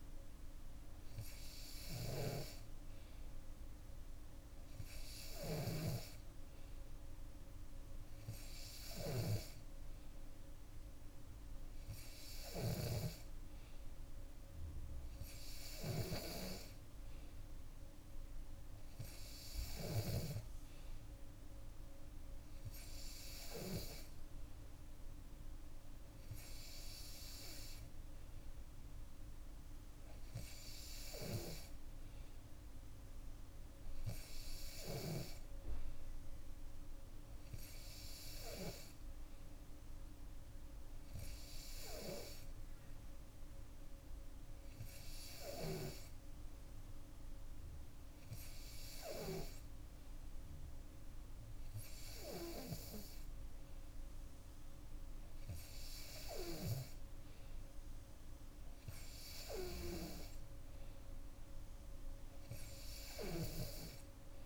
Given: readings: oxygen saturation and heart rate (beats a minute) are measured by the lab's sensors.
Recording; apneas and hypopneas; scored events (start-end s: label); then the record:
breathing in sleep by a room microphone; none
59.50-62.50 s: arousal
From the record:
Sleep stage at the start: N2 (light sleep); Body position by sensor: on the back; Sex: female